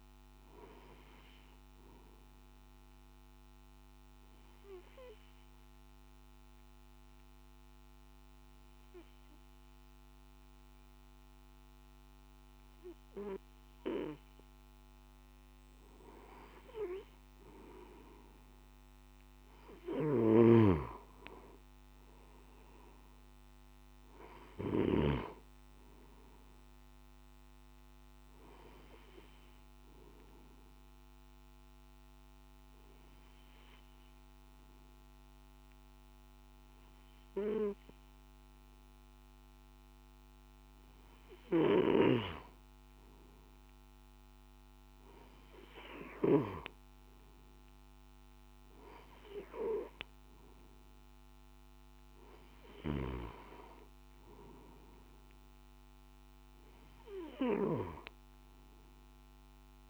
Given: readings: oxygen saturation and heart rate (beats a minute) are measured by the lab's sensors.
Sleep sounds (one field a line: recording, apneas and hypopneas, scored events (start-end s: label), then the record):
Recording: breathing in sleep by a microphone on the trachea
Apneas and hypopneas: 2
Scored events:
3.00-15.50 s: obstructive apnea (oxygen 97% before, 93% lowest, heart rate 54 before, 50 extreme, up 6 after)
20.00-25.00 s: snoring (device-marked)
29.50-41.50 s: obstructive apnea (oxygen 97% before, 93% lowest, heart rate 55 before, 50 extreme, up 5 after)
32.50-44.50 s: oxygen desaturation (device-marked, oxygen 97% before, 93% lowest, heart rate 55 before, 51 extreme)
From the record:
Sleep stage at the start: N1 (lightest sleep)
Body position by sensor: on the back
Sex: male